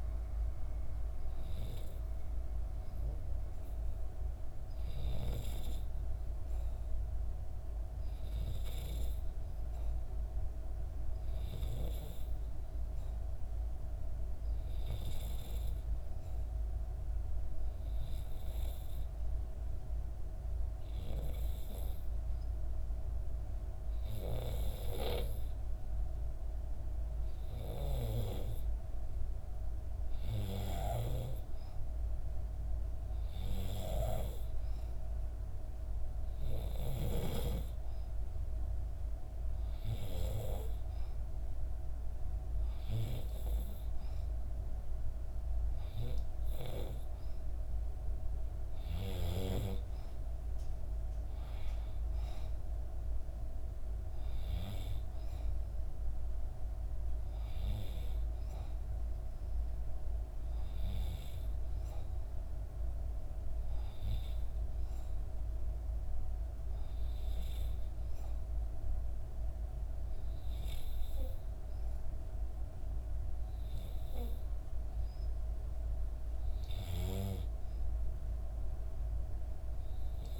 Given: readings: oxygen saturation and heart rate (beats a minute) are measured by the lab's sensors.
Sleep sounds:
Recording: breathing in sleep by a room microphone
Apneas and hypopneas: 1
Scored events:
0.00-6.50 s: oxygen desaturation (device-marked, oxygen 90% lowest, heart rate 62 extreme)
9.50-13.50 s: arousal
18.00-29.50 s: obstructive apnea (oxygen 97% before, 93% lowest, heart rate 63 before, 64 extreme, up 0 after)
31.00-34.50 s: arousal
From the record:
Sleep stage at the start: N2 (light sleep)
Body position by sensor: on the back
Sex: female

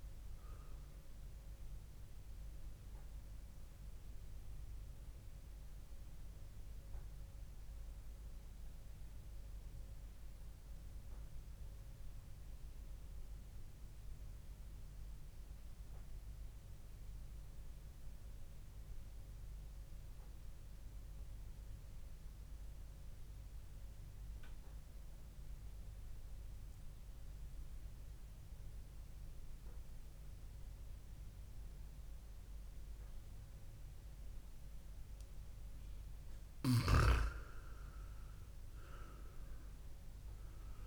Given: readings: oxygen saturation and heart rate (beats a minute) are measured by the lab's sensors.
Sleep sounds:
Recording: breathing in sleep, hard to hear, by a room microphone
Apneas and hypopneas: 1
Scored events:
2.50-36.00 s: mixed apnea (oxygen 97% before, 93% lowest, heart rate 60 before, 57 extreme)
32.00-40.87 s: oxygen desaturation (device-marked, oxygen 99% before, 93% lowest, heart rate 69 before, 57 extreme)
37.50-40.87 s: arousal
From the record:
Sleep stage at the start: N2 (light sleep)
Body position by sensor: on the back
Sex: male

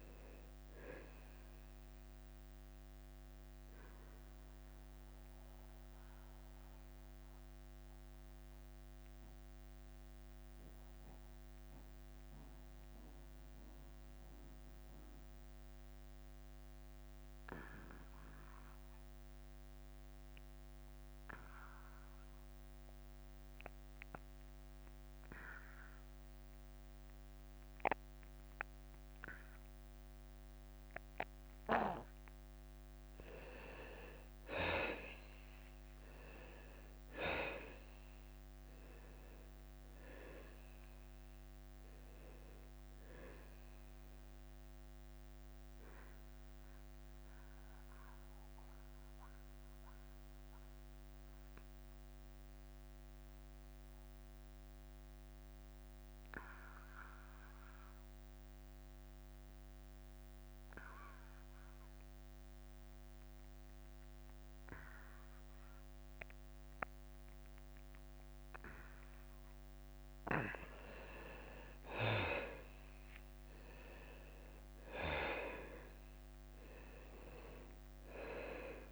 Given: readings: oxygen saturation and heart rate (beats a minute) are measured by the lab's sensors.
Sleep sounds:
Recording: breathing in sleep by a microphone on the trachea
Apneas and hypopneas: 2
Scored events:
0.00-8.50 s: drop in pulse transit time (device-marked, heart rate 92 extreme)
0.00-21.50 s: oxygen desaturation (device-marked, oxygen 86% lowest, heart rate 87 extreme)
4.00-34.00 s: mixed apnea (oxygen 98% before, 81% lowest, heart rate 91 before, 87 extreme, up 6 after)
31.50-63.50 s: oxygen desaturation (device-marked, oxygen 98% before, 81% lowest, heart rate 91 before, 89 extreme)
36.50-50.50 s: drop in pulse transit time (device-marked, heart rate 90 before, 89 extreme)
37.00-41.50 s: arousal
47.50-70.50 s: mixed apnea (oxygen 98% before, 81% lowest, heart rate 91 before, 90 extreme, up 6 after)
73.00-77.00 s: arousal
73.50-78.92 s: oxygen desaturation (device-marked, oxygen 98% before, 82% lowest, heart rate 93 before, 91 extreme)
74.50-78.92 s: drop in pulse transit time (device-marked, heart rate 93 before, 94 extreme)
From the record:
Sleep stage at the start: N2 (light sleep)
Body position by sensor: on the back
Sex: male

